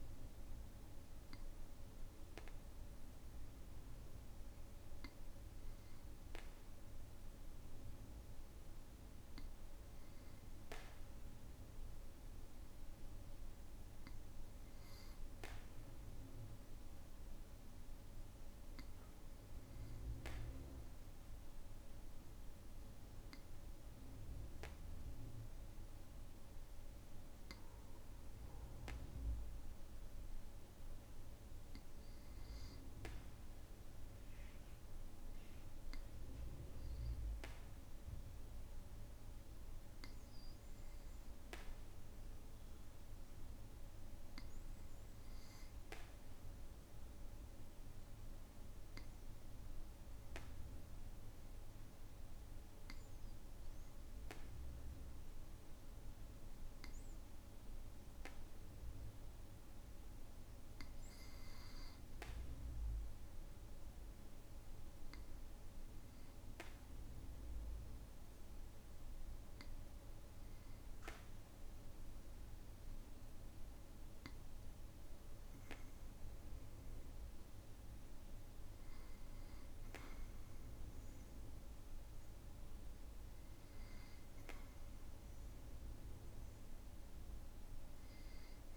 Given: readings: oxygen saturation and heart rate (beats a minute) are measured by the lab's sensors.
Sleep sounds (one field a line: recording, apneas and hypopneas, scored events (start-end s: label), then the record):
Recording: breathing in sleep, hard to hear, by a room microphone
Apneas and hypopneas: none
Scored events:
none scored
From the record:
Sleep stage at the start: N2 (light sleep)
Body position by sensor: on the back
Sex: male